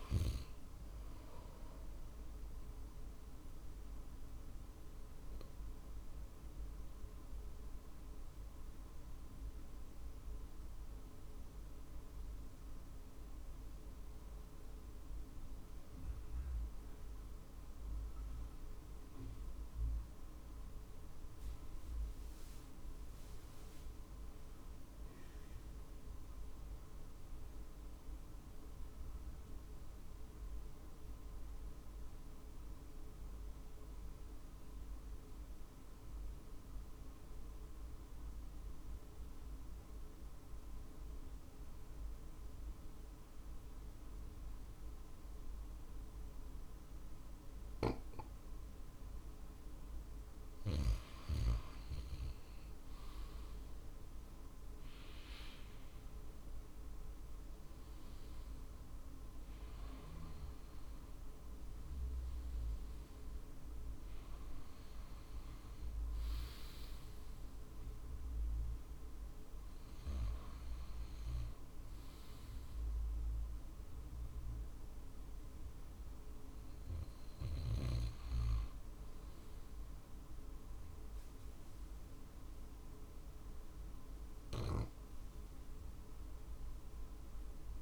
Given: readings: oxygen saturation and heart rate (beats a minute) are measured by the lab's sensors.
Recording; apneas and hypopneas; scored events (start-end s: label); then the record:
breathing in sleep, hard to hear, by a room microphone; 1
3.00-47.00 s: obstructive apnea (oxygen 95% before, 87% lowest, heart rate 51 before, 50 extreme, up 3 after)
27.00-39.00 s: drop in pulse transit time (device-marked, heart rate 51 before, 50 extreme)
47.00-73.00 s: oxygen desaturation (device-marked, oxygen 94% before, 89% lowest, heart rate 51 before, 50 extreme)
49.00-52.50 s: arousal
56.00-75.00 s: drop in pulse transit time (device-marked, heart rate 51 before, 50 extreme)
From the record:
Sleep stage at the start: N2 (light sleep); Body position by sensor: on the right side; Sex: male